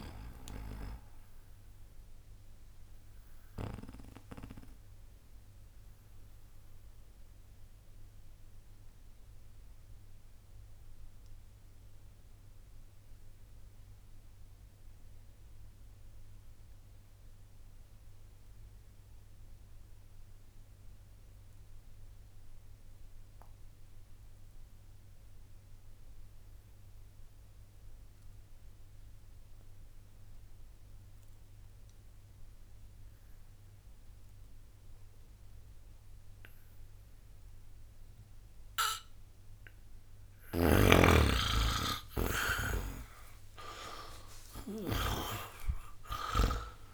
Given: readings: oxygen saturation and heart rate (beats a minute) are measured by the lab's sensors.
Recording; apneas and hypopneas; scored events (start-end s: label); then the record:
breathing in sleep by a room microphone; 1
0.00-12.50 s: oxygen desaturation (device-marked, oxygen 77% lowest, heart rate 59 extreme)
3.00-39.00 s: mixed apnea (oxygen 90% before, 77% lowest, heart rate 92 before, 59 extreme, up 50 after)
17.50-46.93 s: new sleep stage, N1 (lightest sleep)
35.50-46.93 s: oxygen desaturation (device-marked, oxygen 98% before, 77% lowest, heart rate 61 before, 59 extreme)
40.00-46.93 s: snoring (device-marked)
41.00-45.00 s: arousal
From the record:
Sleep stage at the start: N2 (light sleep); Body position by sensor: on the back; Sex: male